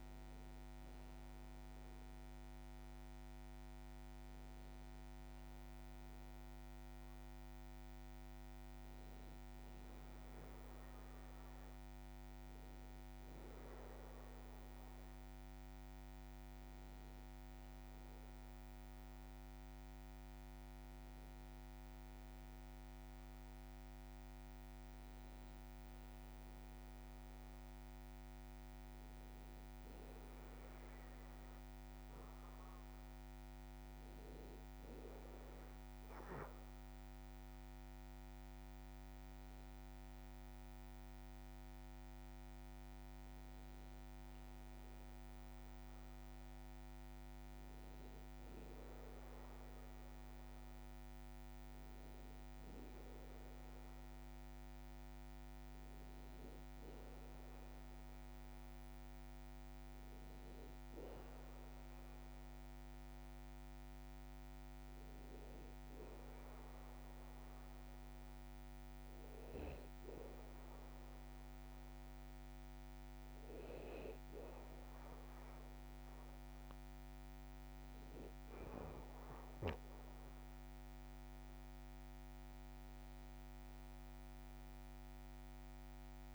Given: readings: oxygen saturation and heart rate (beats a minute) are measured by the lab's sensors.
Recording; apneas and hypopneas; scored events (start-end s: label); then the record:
breathing in sleep, hard to hear, by a microphone on the trachea; none
none scored
From the record:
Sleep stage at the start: N2 (light sleep); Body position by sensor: on the back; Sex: male